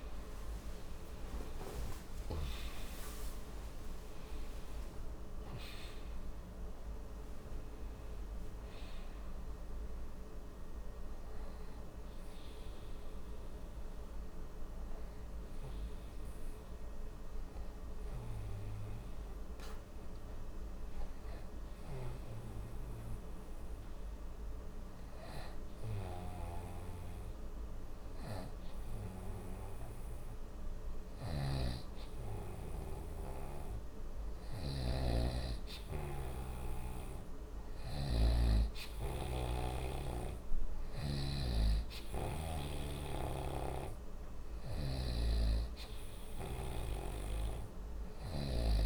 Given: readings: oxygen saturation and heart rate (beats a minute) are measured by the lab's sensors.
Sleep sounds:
breathing in sleep by a room microphone; 1
13.00-27.00 s: hypopnea (oxygen 95% before, 93% lowest)
31.00-35.00 s: arousal
31.00-41.50 s: snoring (device-marked)
From the record:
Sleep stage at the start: N2 (light sleep); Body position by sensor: on the right side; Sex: male

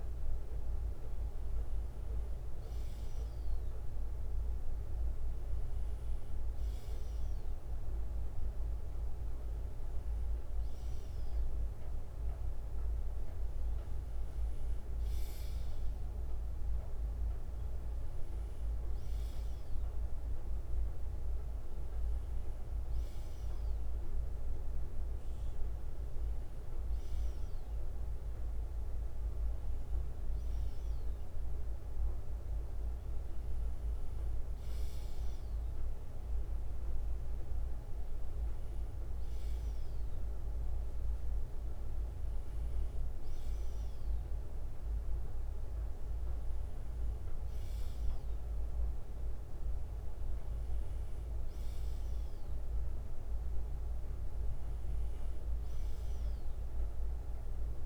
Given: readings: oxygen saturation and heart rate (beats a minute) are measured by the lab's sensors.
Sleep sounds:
breathing in sleep, hard to hear, by a room microphone; none
0.00-12.50 s: bradycardia (device-marked, heart rate 58 extreme)
21.50-40.50 s: bradycardia (device-marked, heart rate 61 before, 58 extreme)
46.50-48.50 s: bradycardia (device-marked, heart rate 60 before, 60 extreme)
From the record:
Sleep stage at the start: N2 (light sleep); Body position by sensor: on the left side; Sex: male

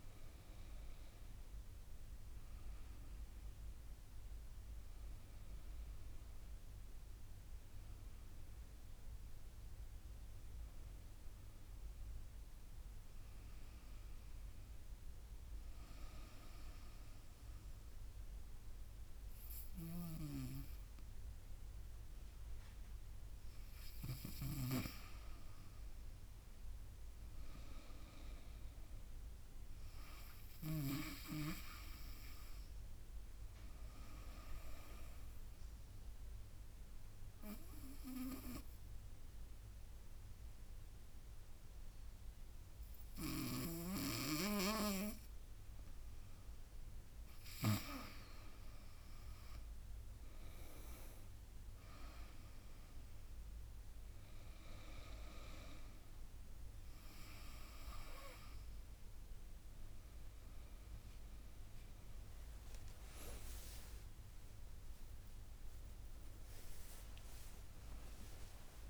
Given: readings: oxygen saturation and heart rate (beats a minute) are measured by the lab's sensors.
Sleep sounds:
a person partly awake in a sleep study, by a room microphone; 1
0.00-8.00 s: drop in pulse transit time (device-marked, heart rate 82 extreme)
24.50-31.00 s: snoring (device-marked)
34.00-45.00 s: obstructive apnea (oxygen 97% before, 92% lowest, heart rate 80 before, 78 extreme, up 8 after)
48.00-57.00 s: drop in pulse transit time (device-marked, heart rate 80 before, 82 extreme)
50.00-68.90 s: new sleep stage, awake
53.00-65.00 s: oxygen desaturation (device-marked, oxygen 97% before, 92% lowest, heart rate 80 before, 81 extreme)
63.00-65.00 s: long interval between heartbeats (device-marked, heart rate 83 before, 91 extreme)
66.00-68.90 s: drop in pulse transit time (device-marked, heart rate 85 before, 92 extreme)
67.00-68.90 s: tachycardia (device-marked, heart rate 79 before, 144 extreme)
From the record:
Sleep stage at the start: N2 (light sleep); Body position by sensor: on the right side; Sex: female

